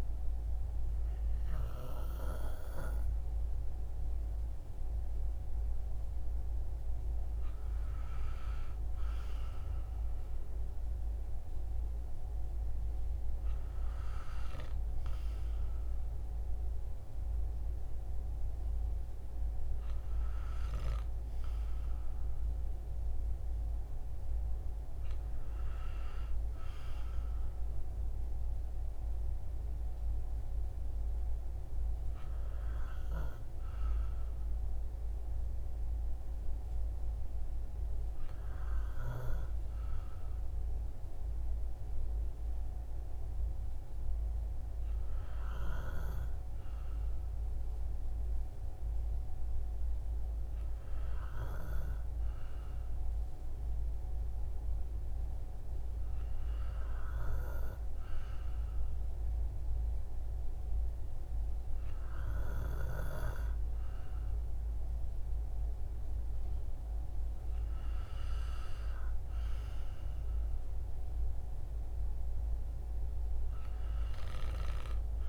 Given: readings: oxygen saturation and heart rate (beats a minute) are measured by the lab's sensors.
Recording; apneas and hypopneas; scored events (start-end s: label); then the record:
breathing in sleep by a room microphone; 1
0.00-1.00 s: arousal
39.50-64.00 s: hypopnea (oxygen 96% before, 94% lowest, heart rate 58 before, 59 extreme, up 5 after)
67.00-70.50 s: arousal
From the record:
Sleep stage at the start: N2 (light sleep); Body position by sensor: on the right side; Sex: male